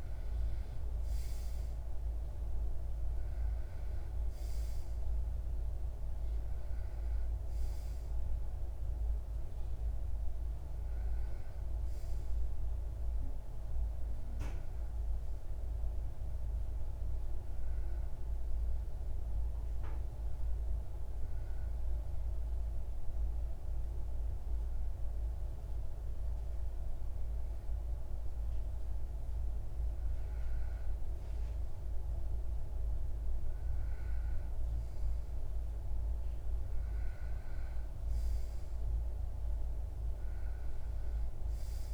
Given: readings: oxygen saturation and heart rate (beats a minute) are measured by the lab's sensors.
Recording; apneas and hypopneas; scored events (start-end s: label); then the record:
breathing in sleep, hard to hear, by a room microphone; 1
18.00-30.50 s: obstructive apnea (oxygen 95% before, 93% lowest, heart rate 43 before, 44 extreme, up 10 after)
33.50-38.50 s: arousal
From the record:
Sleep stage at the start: REM sleep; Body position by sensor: on the back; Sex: male